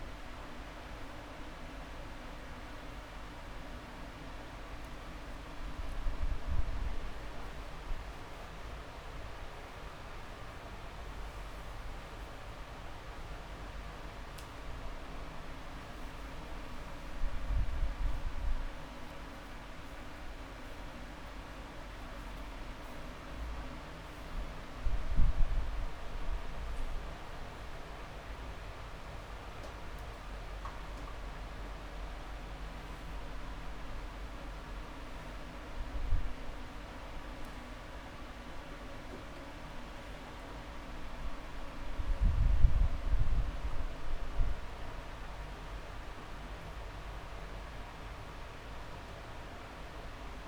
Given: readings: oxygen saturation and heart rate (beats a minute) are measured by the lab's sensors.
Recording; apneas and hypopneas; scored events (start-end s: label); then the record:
breathing in sleep, hard to hear, by a room microphone; none
0.00-8.50 s: drop in pulse transit time (device-marked, heart rate 25 extreme)
0.50-2.50 s: long interval between heartbeats (device-marked, heart rate 36 before, 31 extreme)
2.50-4.50 s: long interval between heartbeats (device-marked, heart rate 36 before, 41 extreme)
9.50-11.50 s: long interval between heartbeats (device-marked, heart rate 37 before, 34 extreme)
18.50-23.50 s: drop in pulse transit time (device-marked, heart rate 34 before, 26 extreme)
23.00-25.00 s: long interval between heartbeats (device-marked, heart rate 33 before, 33 extreme)
25.50-27.50 s: long interval between heartbeats (device-marked, heart rate 32 before, 41 extreme)
30.50-32.50 s: long interval between heartbeats (device-marked, heart rate 34 before, 49 extreme)
30.50-50.48 s: oxygen desaturation (device-marked, oxygen 99% before, 96% lowest, heart rate 34 before, 25 extreme)
32.50-34.50 s: long interval between heartbeats (device-marked, heart rate 36 before, 61 extreme)
34.50-36.50 s: long interval between heartbeats (device-marked, heart rate 39 before, 81 extreme)
34.50-41.50 s: drop in pulse transit time (device-marked, heart rate 39 before, 28 extreme)
41.50-43.50 s: long interval between heartbeats (device-marked, heart rate 52 before, 34 extreme)
46.50-48.50 s: long interval between heartbeats (device-marked, heart rate 52 before, 38 extreme)
48.50-50.48 s: long interval between heartbeats (device-marked, heart rate 52 before, 45 extreme)
From the record:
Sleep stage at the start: N2 (light sleep); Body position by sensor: on the back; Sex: male